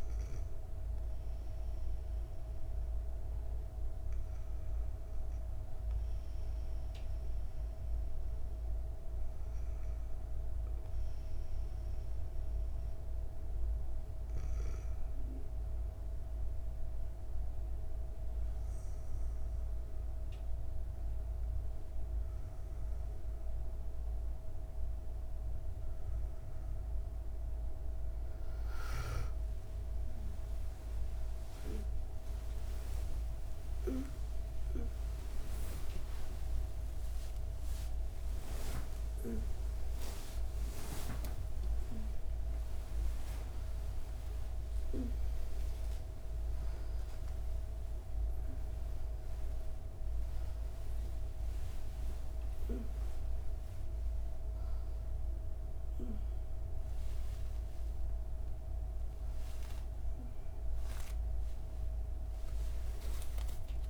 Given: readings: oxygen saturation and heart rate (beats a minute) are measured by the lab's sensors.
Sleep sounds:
a person awake in a sleep study, by a room microphone; none
23.50-63.90 s: new sleep stage, awake
From the record:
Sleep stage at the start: N2 (light sleep); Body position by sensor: on the back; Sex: female

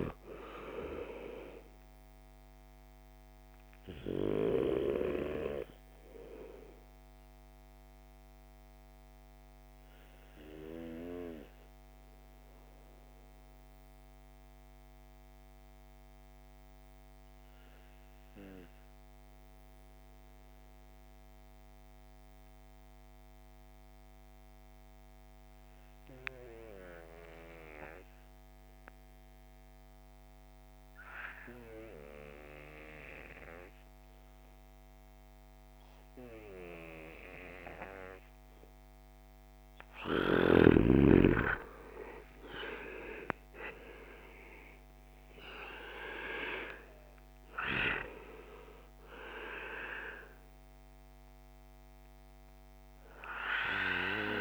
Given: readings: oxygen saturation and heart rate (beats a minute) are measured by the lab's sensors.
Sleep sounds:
breathing in sleep by a microphone on the trachea; 1
6.50-38.00 s: obstructive apnea (oxygen 97% before, 83% lowest)
21.50-25.50 s: oxygen desaturation (device-marked, oxygen 95% before, 92% lowest)
35.50-54.41 s: oxygen desaturation (device-marked, oxygen 98% before, 83% lowest)
41.00-47.50 s: arousal
From the record:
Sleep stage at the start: N2 (light sleep); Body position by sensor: on the back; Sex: male

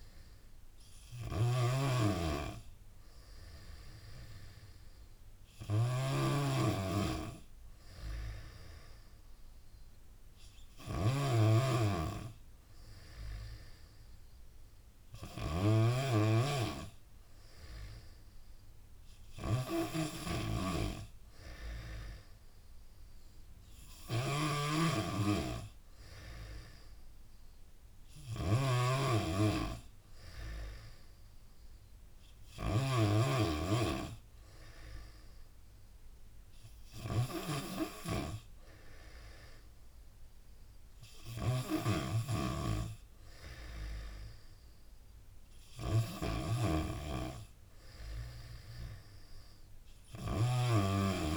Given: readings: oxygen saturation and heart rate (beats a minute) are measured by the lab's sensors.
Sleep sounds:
breathing in sleep by a room microphone; none
0.00-51.37 s: snoring (device-marked)
From the record:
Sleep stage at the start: N3 (deep sleep); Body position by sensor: on the back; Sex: female

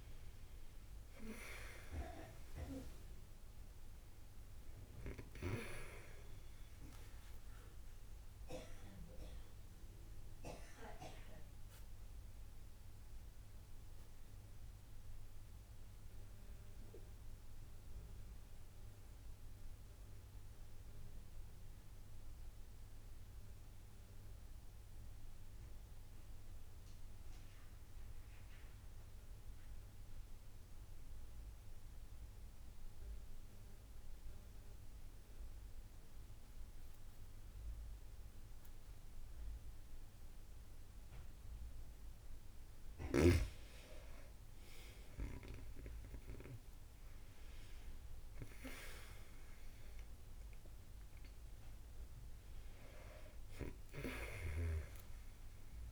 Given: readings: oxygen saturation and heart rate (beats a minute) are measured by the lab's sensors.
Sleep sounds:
breathing in sleep by a room microphone; 1
0.00-20.00 s: oxygen desaturation (device-marked, oxygen 92% lowest)
12.50-41.50 s: mixed apnea (oxygen 97% before, 90% lowest)
36.00-55.92 s: oxygen desaturation (device-marked, oxygen 97% before, 90% lowest)
44.50-50.00 s: arousal
From the record:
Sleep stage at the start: N2 (light sleep); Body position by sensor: on the back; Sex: female

